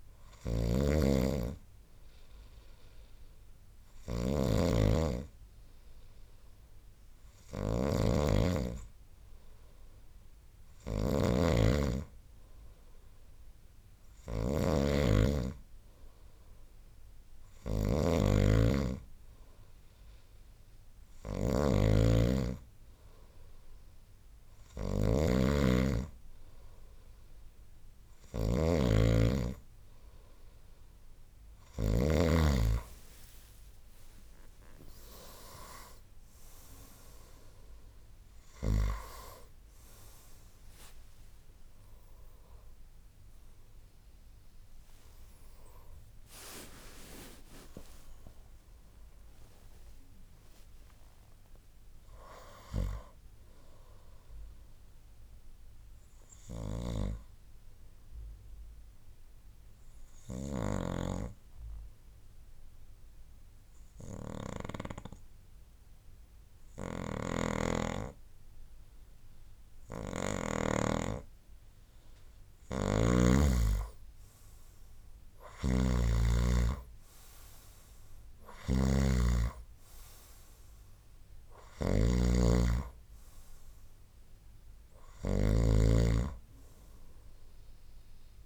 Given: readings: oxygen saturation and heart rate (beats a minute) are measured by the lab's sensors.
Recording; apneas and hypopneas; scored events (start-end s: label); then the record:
breathing in sleep by a room microphone; 1
0.00-32.00 s: snoring (device-marked)
35.00-45.00 s: oxygen desaturation (device-marked, oxygen 95% before, 92% lowest, heart rate 69 before, 60 extreme)
44.00-49.00 s: tachycardia (device-marked, heart rate 69 before, 104 extreme)
45.50-50.00 s: arousal
56.50-61.00 s: snoring (device-marked)
59.00-72.50 s: obstructive apnea (oxygen 95% before, 91% lowest, heart rate 90 before, 64 extreme, up 12 after)
67.00-73.50 s: snoring (device-marked)
75.50-80.00 s: arousal
75.50-88.46 s: snoring (device-marked)
From the record:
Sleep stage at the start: N2 (light sleep); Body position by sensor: on the right side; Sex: male